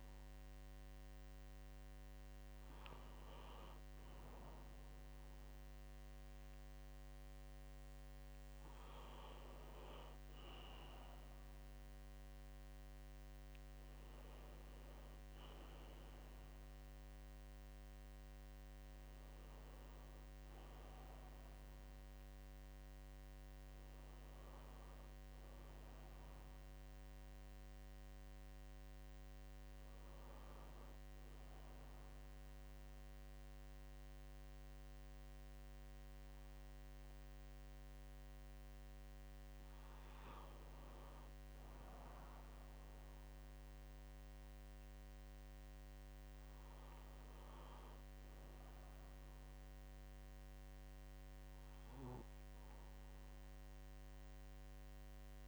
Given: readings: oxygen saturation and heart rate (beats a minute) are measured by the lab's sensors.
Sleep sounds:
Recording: breathing in sleep, hard to hear, by a microphone on the trachea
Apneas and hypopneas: none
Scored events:
55.00-55.48 s: new sleep stage, N1 (lightest sleep)
From the record:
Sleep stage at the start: N2 (light sleep)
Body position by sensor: on the right side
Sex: male

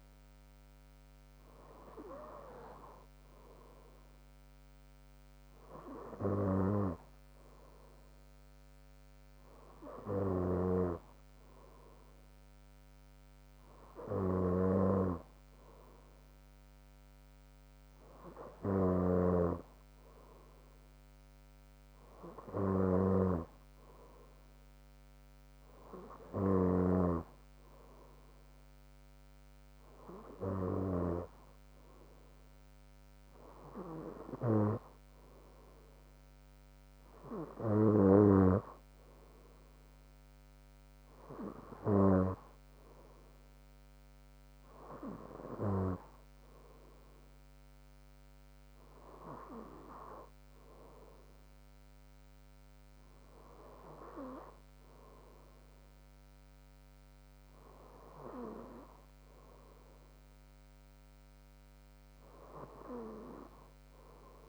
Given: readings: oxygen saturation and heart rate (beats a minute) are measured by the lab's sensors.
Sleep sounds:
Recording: breathing in sleep by a microphone on the trachea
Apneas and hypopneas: none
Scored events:
40.00-45.00 s: bradycardia (device-marked, heart rate 62 before, 58 extreme)
58.00-60.00 s: bradycardia (device-marked, heart rate 62 before, 60 extreme)
From the record:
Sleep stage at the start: N2 (light sleep)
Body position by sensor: on the front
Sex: female

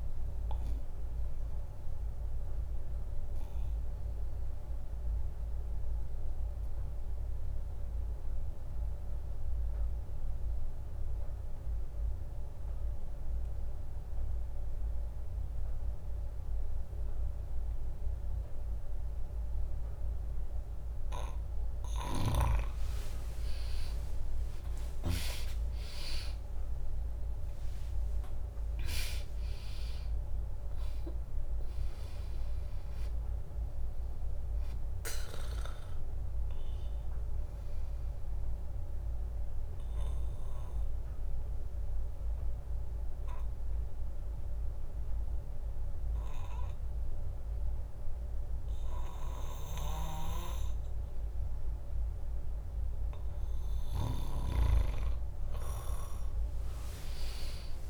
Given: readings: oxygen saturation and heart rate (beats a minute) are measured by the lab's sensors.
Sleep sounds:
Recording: breathing in sleep by a room microphone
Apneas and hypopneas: 2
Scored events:
0.00-1.50 s: drop in pulse transit time (device-marked, heart rate 61 extreme)
2.50-20.00 s: obstructive apnea (oxygen 100% before, 95% lowest, heart rate 64 before, 60 extreme, up 1 after)
23.00-28.00 s: arousal
25.50-37.50 s: drop in pulse transit time (device-marked, heart rate 64 before, 60 extreme)
30.50-48.50 s: oxygen desaturation (device-marked, oxygen 99% before, 95% lowest, heart rate 64 before, 58 extreme)
39.50-52.00 s: obstructive apnea (oxygen 100% before, 95% lowest, heart rate 68 before, 58 extreme, up 1 after)
50.00-54.50 s: snoring (device-marked)
51.50-54.50 s: bradycardia (device-marked, heart rate 67 before, 58 extreme)
56.00-57.90 s: arousal
From the record:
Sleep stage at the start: N2 (light sleep)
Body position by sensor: on the back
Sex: female

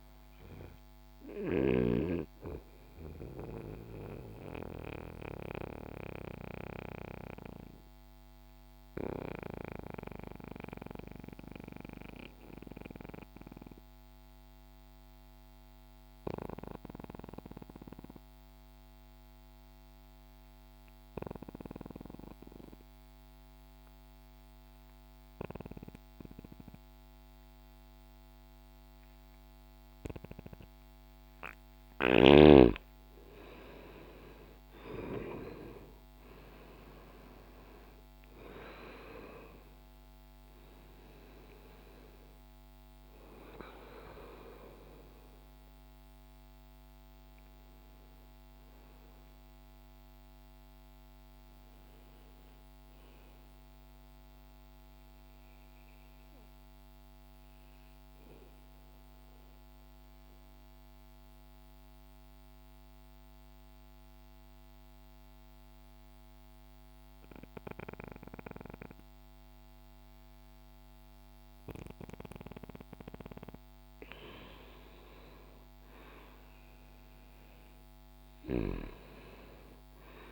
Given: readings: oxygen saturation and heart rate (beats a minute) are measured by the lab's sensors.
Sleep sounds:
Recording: breathing in sleep by a microphone on the trachea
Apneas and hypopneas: 2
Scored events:
0.50-24.50 s: oxygen desaturation (device-marked, oxygen 96% before, 88% lowest, heart rate 62 before, 59 extreme)
1.50-31.00 s: mixed apnea (oxygen 98% before, 87% lowest, heart rate 62 before, 59 extreme, up 2 after)
34.00-39.50 s: arousal
35.50-52.50 s: oxygen desaturation (device-marked, oxygen 96% before, 89% lowest, heart rate 63 before, 60 extreme)
58.00-71.50 s: mixed apnea (oxygen 95% before, 87% lowest, heart rate 63 before, 60 extreme, up 4 after)
61.50-72.50 s: oxygen desaturation (device-marked, oxygen 90% before, 87% lowest, heart rate 62 before, 60 extreme)
74.00-77.50 s: arousal
From the record:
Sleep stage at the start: N2 (light sleep)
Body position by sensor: on the back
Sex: male

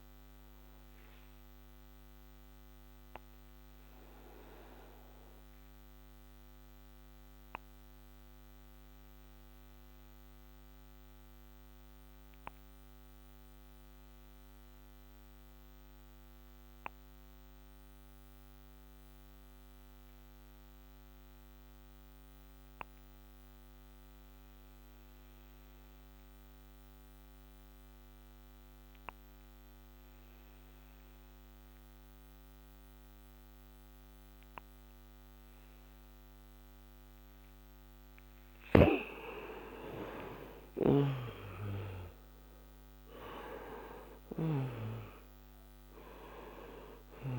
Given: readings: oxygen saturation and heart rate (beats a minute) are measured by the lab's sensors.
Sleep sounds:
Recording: breathing in sleep by a microphone on the trachea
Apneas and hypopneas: 1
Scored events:
0.00-25.00 s: oxygen desaturation (device-marked, oxygen 88% lowest, heart rate 56 extreme)
4.00-36.00 s: obstructive apnea (oxygen 97% before, 86% lowest, heart rate 69 before, 56 extreme, up 19 after)
39.00-46.00 s: arousal
40.50-44.50 s: snoring (device-marked)
41.00-47.39 s: oxygen desaturation (device-marked, oxygen 97% before, 86% lowest, heart rate 67 before, 55 extreme)
From the record:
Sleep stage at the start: N2 (light sleep)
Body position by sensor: on the back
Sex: male

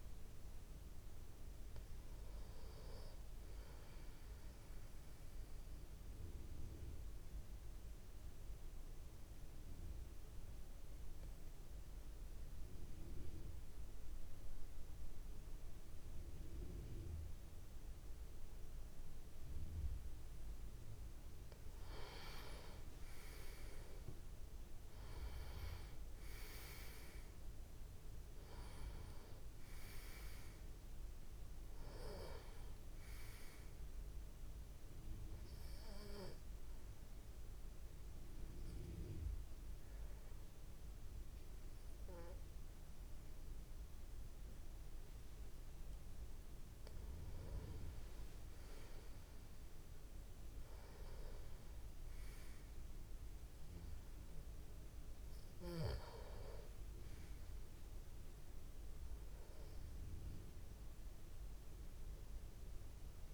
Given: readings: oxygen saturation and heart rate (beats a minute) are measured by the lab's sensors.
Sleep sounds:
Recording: breathing in sleep by a room microphone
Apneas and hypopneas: 2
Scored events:
0.00-1.00 s: oxygen desaturation (device-marked, oxygen 92% lowest)
4.00-20.50 s: obstructive apnea (oxygen 96% before, 90% lowest)
18.00-45.00 s: oxygen desaturation (device-marked, oxygen 96% before, 90% lowest)
23.00-27.00 s: arousal
35.50-46.50 s: obstructive apnea (oxygen 96% before, 90% lowest)
50.00-53.50 s: arousal
From the record:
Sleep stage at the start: N2 (light sleep)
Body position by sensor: on the back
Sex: male

